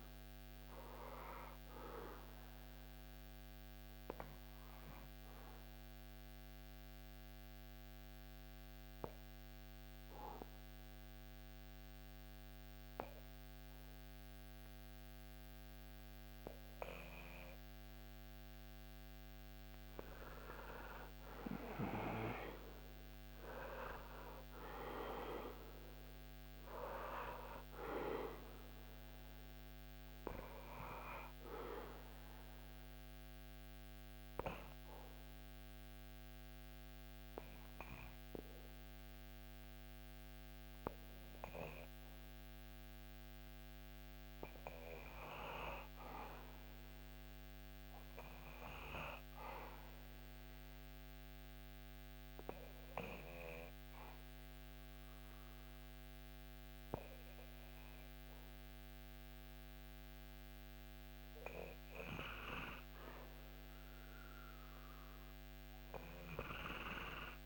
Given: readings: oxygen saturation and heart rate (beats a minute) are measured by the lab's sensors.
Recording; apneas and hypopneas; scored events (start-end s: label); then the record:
breathing in sleep by a microphone on the trachea; 2
0.00-13.50 s: oxygen desaturation (device-marked, oxygen 96% lowest, heart rate 72 extreme)
1.00-19.00 s: obstructive apnea (oxygen 99% before, 92% lowest, heart rate 77 before, 72 extreme, up 5 after)
21.00-24.50 s: arousal
21.50-42.50 s: oxygen desaturation (device-marked, oxygen 98% before, 92% lowest, heart rate 76 before, 75 extreme)
32.00-60.50 s: obstructive apnea (oxygen 98% before, 91% lowest, heart rate 78 before, 72 extreme, up 3 after)
64.00-67.46 s: arousal
From the record:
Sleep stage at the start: N2 (light sleep); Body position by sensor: on the back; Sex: male